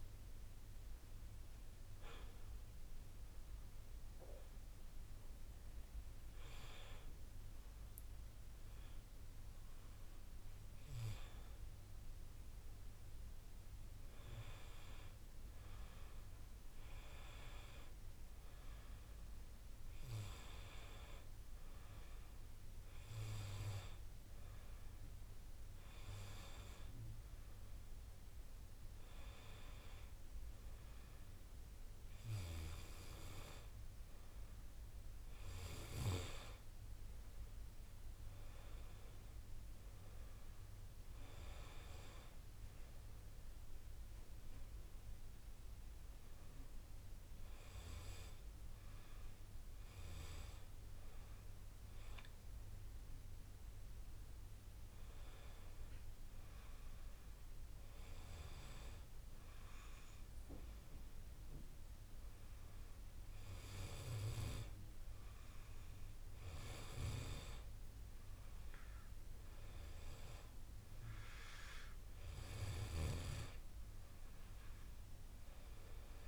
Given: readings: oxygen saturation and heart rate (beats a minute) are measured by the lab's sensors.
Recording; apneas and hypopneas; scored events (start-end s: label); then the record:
breathing in sleep by a room microphone; 1
2.50-13.50 s: hypopnea (oxygen 93% before, 93% lowest, heart rate 67 before, 54 extreme, up 7 after)
14.00-18.00 s: arousal
From the record:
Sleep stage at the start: N2 (light sleep); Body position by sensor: on the back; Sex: male